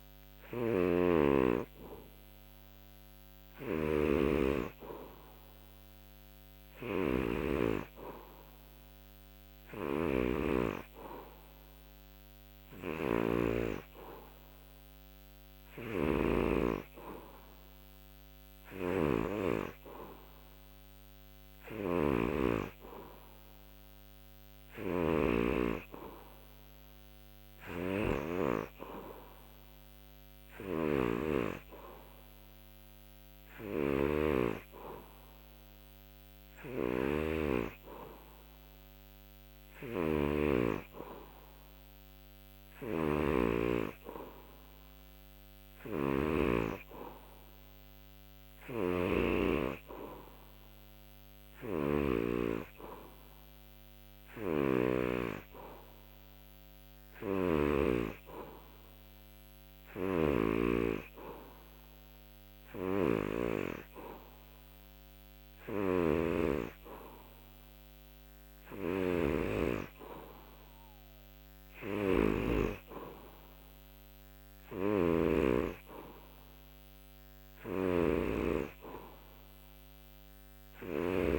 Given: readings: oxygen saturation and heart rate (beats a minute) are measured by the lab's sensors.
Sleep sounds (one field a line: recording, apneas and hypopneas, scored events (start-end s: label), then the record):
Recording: breathing in sleep by a microphone on the trachea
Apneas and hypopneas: none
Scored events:
0.00-52.00 s: snoring (device-marked)
54.00-60.50 s: snoring (device-marked)
62.50-72.50 s: snoring (device-marked)
74.50-81.39 s: snoring (device-marked)
From the record:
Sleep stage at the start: N3 (deep sleep)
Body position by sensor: on the back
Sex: male